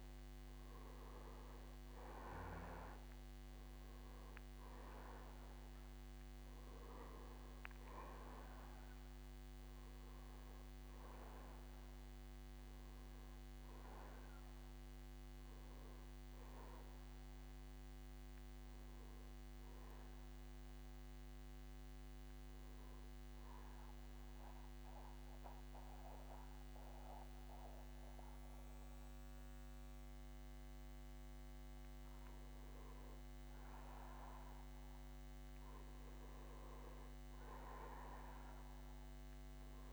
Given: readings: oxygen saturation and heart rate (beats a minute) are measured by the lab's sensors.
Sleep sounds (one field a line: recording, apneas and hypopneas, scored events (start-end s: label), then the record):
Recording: breathing in sleep by a microphone on the trachea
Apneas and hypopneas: 1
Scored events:
0.00-4.00 s: arousal
0.00-19.00 s: oxygen desaturation (device-marked, oxygen 88% lowest, heart rate 54 extreme)
18.50-35.50 s: hypopnea (oxygen 95% before, 86% lowest, heart rate 67 before, 54 extreme, up 22 after)
26.00-35.00 s: bradycardia (device-marked, heart rate 63 before, 54 extreme)
37.50-39.93 s: arousal
From the record:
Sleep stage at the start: N2 (light sleep)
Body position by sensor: on the back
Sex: male